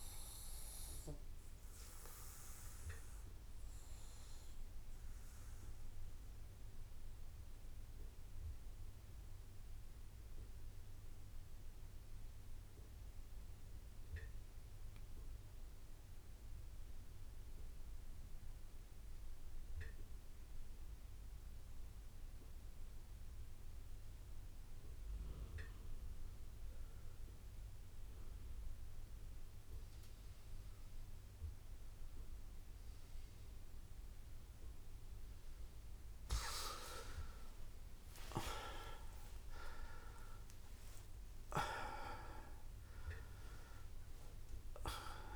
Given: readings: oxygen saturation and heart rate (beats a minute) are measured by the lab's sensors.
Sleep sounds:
breathing in sleep by a room microphone; 1
0.00-17.50 s: oxygen desaturation (device-marked, oxygen 92% lowest)
1.00-35.50 s: obstructive apnea (oxygen 100% before, 86% lowest)
37.00-41.50 s: arousal
From the record:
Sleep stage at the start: REM sleep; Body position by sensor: on the right side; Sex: male

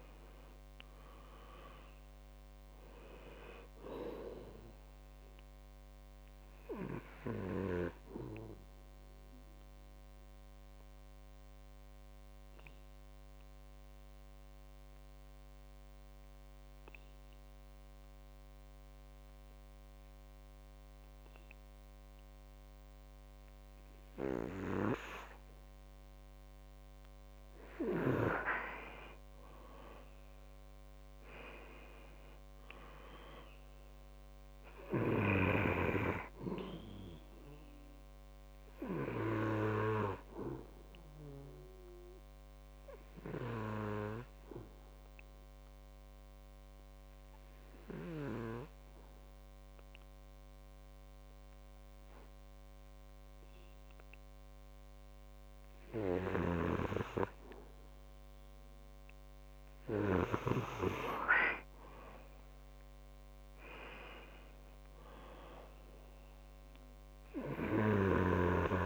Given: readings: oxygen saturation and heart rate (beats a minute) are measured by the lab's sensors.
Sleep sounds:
breathing in sleep by a microphone on the trachea; 2
0.00-23.50 s: oxygen desaturation (device-marked, oxygen 91% lowest, heart rate 59 extreme)
10.00-25.00 s: obstructive apnea (oxygen 98% before, 91% lowest, heart rate 66 before, 61 extreme, up 6 after)
28.50-31.50 s: arousal
38.50-58.50 s: oxygen desaturation (device-marked, oxygen 98% before, 92% lowest, heart rate 65 before, 61 extreme)
42.50-56.00 s: obstructive apnea (oxygen 98% before, 90% lowest, heart rate 65 before, 61 extreme, up 5 after)
60.50-68.86 s: oxygen desaturation (device-marked, oxygen 98% before, 92% lowest, heart rate 62 before, 61 extreme)
61.50-64.50 s: arousal
From the record:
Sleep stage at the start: N2 (light sleep); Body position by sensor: on the back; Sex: male

